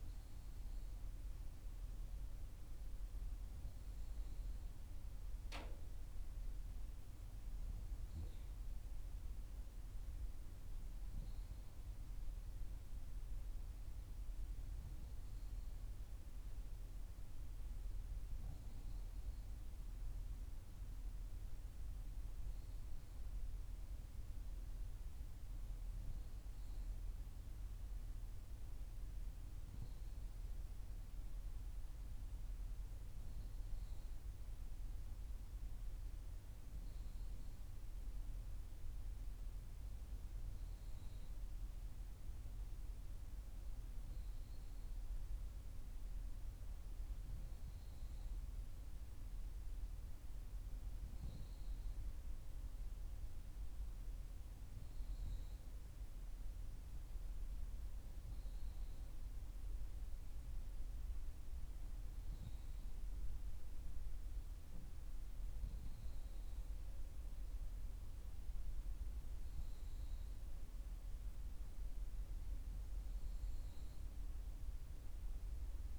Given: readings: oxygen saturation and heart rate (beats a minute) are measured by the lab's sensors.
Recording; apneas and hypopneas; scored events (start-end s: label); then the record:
breathing in sleep, hard to hear, by a room microphone; none
none scored
From the record:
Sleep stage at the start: N3 (deep sleep); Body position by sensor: on the back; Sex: female